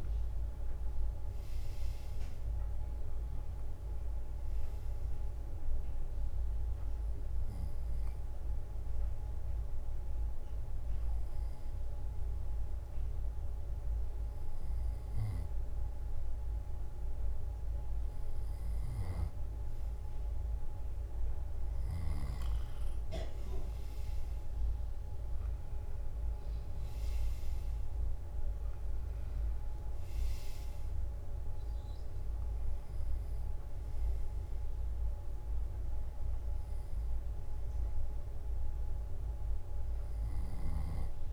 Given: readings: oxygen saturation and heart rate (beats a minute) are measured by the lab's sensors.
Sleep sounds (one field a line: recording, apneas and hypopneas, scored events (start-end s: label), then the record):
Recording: breathing in sleep, hard to hear, by a room microphone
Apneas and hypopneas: 1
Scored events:
0.00-5.50 s: drop in pulse transit time (device-marked, heart rate 64 extreme)
6.50-18.50 s: hypopnea (oxygen 93% before, 93% lowest, heart rate 66 before, 62 extreme, up 5 after)
21.50-26.00 s: arousal
From the record:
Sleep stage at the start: N2 (light sleep)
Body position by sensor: on the left side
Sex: male